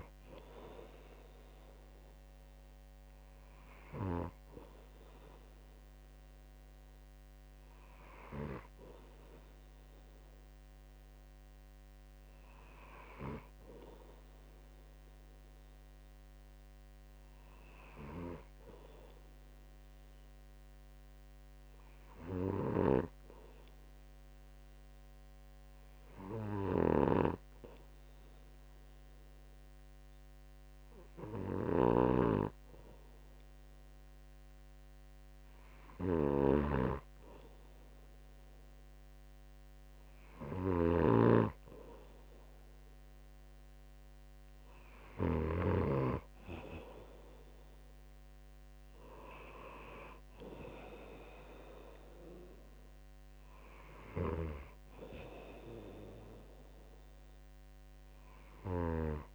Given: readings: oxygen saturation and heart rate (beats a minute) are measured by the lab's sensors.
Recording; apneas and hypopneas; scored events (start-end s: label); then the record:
breathing in sleep by a microphone on the trachea; 1
0.00-5.00 s: snoring (device-marked)
21.50-36.50 s: hypopnea (oxygen 96% before, 93% lowest, heart rate 65 before, 63 extreme, up 0 after)
27.50-46.50 s: snoring (device-marked)
43.50-47.00 s: arousal
55.00-59.35 s: snoring (device-marked)
From the record:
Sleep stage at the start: N2 (light sleep); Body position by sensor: on the right side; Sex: male